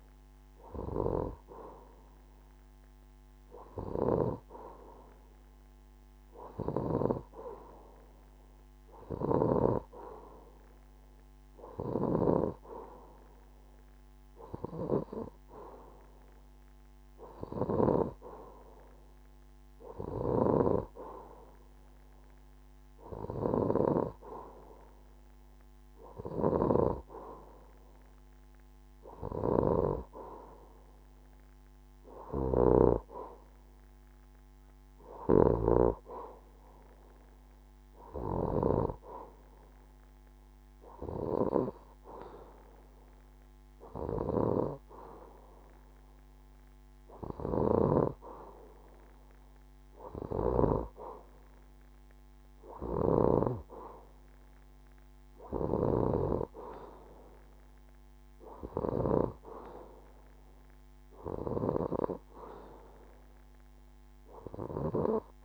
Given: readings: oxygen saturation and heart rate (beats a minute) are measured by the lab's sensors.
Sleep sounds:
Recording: breathing in sleep by a microphone on the trachea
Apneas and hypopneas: none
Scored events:
8.50-13.50 s: oxygen desaturation (device-marked, oxygen 95% before, 91% lowest, heart rate 69 before, 69 extreme)
From the record:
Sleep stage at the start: N2 (light sleep)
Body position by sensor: on the left side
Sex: female

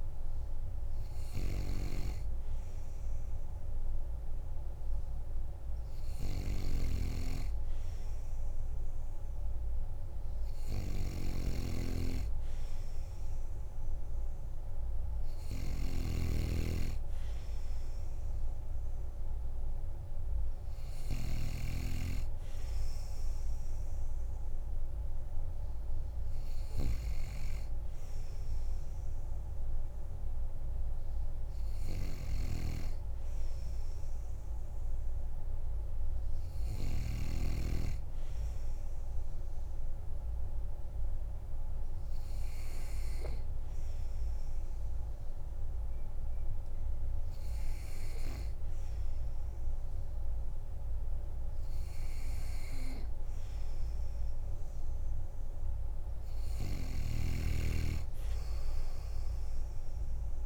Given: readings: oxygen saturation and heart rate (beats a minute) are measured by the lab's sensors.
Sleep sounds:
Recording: breathing in sleep by a room microphone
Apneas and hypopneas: none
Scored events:
11.00-16.50 s: snoring (device-marked)
57.00-60.46 s: snoring (device-marked)
From the record:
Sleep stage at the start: N2 (light sleep)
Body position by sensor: on the back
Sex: male

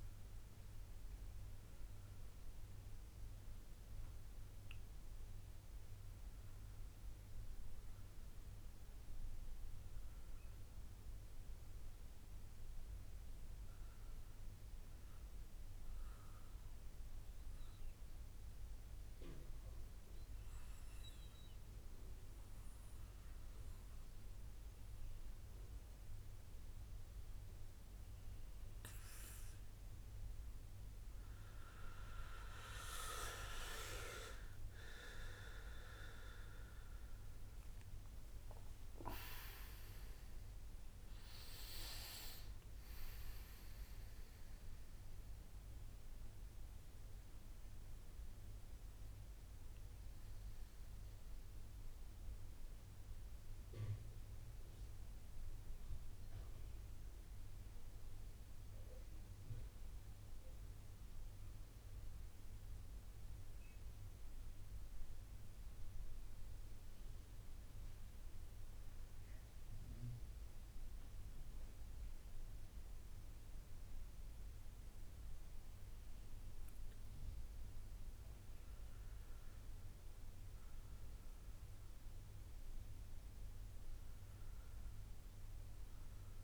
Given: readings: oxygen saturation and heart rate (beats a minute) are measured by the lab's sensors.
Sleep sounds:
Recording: breathing in sleep by a room microphone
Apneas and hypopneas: 2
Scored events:
18.00-30.00 s: obstructive apnea (oxygen 94% before, 89% lowest, heart rate 72 before, 61 extreme, up 5 after)
24.50-54.50 s: new sleep stage, N1 (lightest sleep)
32.50-61.50 s: oxygen desaturation (device-marked, oxygen 94% before, 89% lowest, heart rate 64 before, 62 extreme)
37.00-42.00 s: arousal
54.50-86.44 s: new sleep stage, N2 (light sleep)
59.00-72.00 s: central apnea (oxygen 94% before, 91% lowest, heart rate 73 before, 62 extreme, up 3 after)
74.50-78.50 s: arousal
81.50-86.44 s: oxygen desaturation (device-marked, oxygen 98% before, 94% lowest, heart rate 67 before, 60 extreme)
From the record:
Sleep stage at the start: N2 (light sleep)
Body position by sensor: on the back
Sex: male

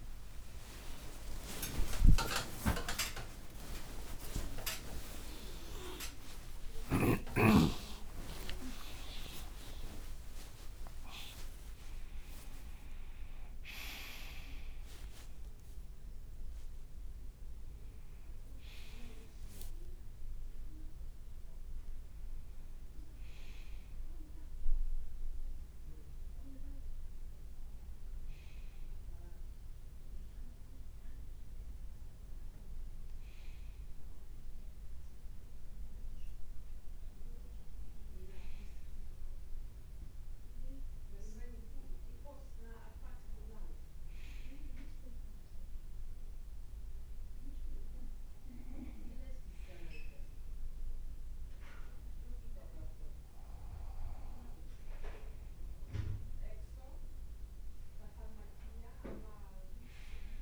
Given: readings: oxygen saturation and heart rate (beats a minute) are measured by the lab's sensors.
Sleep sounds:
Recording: a person awake in a sleep study, by a room microphone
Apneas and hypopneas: none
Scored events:
0.00-8.50 s: tachycardia (device-marked, heart rate 189 extreme)
2.00-4.00 s: long interval between heartbeats (device-marked, heart rate 69 before, 128 extreme)
4.50-6.50 s: long interval between heartbeats (device-marked, heart rate 82 before, 189 extreme)
7.50-9.50 s: long interval between heartbeats (device-marked, heart rate 99 before, 125 extreme)
34.50-60.42 s: new sleep stage, N2 (light sleep)
43.50-51.50 s: oxygen desaturation (device-marked, oxygen 97% before, 95% lowest, heart rate 59 before, 58 extreme)
From the record:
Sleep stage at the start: awake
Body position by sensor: on the right side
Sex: male

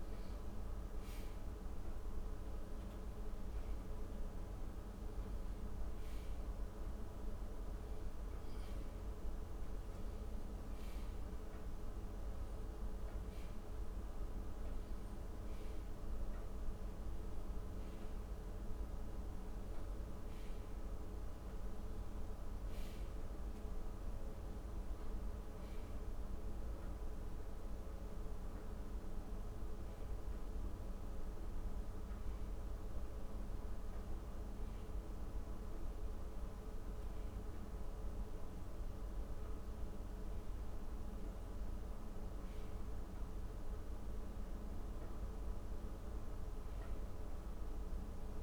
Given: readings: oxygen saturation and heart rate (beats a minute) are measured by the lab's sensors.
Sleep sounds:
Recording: a person partly awake in a sleep study, hard to hear, by a room microphone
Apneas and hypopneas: none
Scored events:
5.50-35.50 s: new sleep stage, N1 (lightest sleep)
35.50-48.43 s: new sleep stage, N2 (light sleep)
From the record:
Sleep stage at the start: awake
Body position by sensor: upright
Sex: male

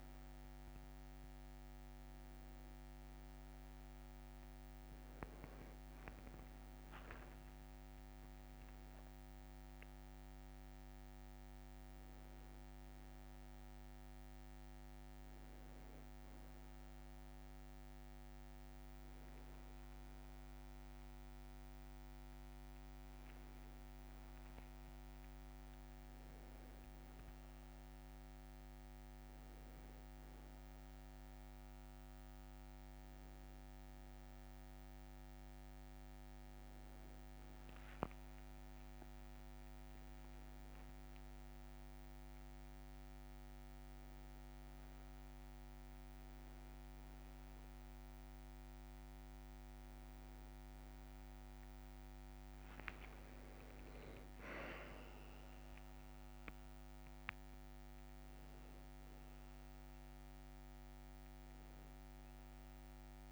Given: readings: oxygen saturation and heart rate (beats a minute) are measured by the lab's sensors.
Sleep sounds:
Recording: a person awake in a sleep study, hard to hear, by a microphone on the trachea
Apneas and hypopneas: none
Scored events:
19.50-21.50 s: long interval between heartbeats (device-marked, heart rate 72 before, 73 extreme)
40.00-42.00 s: long interval between heartbeats (device-marked, heart rate 67 before, 72 extreme)
46.50-48.50 s: long interval between heartbeats (device-marked, heart rate 67 before, 76 extreme)
51.00-53.00 s: long interval between heartbeats (device-marked, heart rate 71 before, 94 extreme)
From the record:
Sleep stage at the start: awake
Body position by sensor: on the back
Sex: male

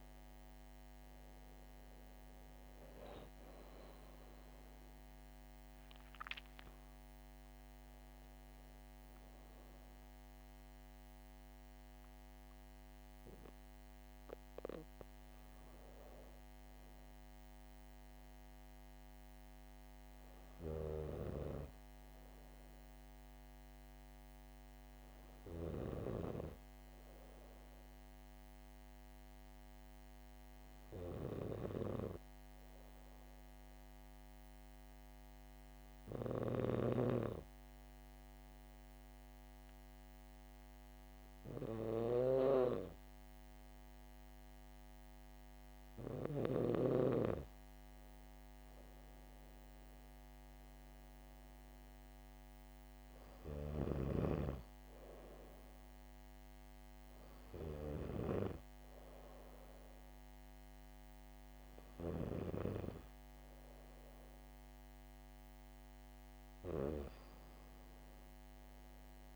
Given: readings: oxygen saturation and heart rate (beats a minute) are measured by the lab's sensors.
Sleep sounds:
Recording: breathing in sleep by a microphone on the trachea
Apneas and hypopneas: 1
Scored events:
4.50-9.00 s: arousal
28.00-45.00 s: hypopnea (oxygen 97% before, 96% lowest, heart rate 70 before, 65 extreme, up 3 after)
48.50-52.00 s: arousal
From the record:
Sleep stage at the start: N2 (light sleep)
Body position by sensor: on the back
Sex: female

